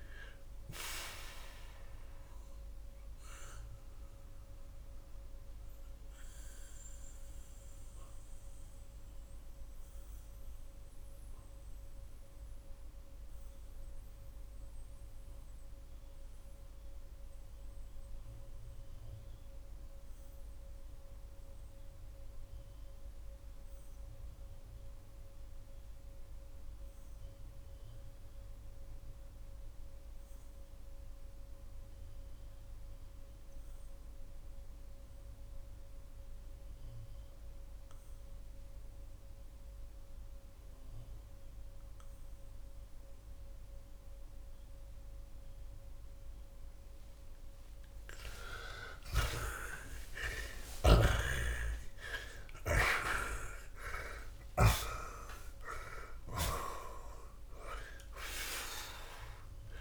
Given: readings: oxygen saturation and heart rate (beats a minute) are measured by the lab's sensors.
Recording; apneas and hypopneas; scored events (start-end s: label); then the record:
breathing in sleep by a room microphone; 1
3.00-47.50 s: mixed apnea (oxygen 91% before, 76% lowest)
22.00-26.00 s: oxygen desaturation (device-marked, oxygen 93% before, 89% lowest)
31.00-41.00 s: oxygen desaturation (device-marked, oxygen 92% before, 81% lowest)
50.50-55.50 s: arousal
From the record:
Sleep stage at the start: REM sleep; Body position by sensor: on the back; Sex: male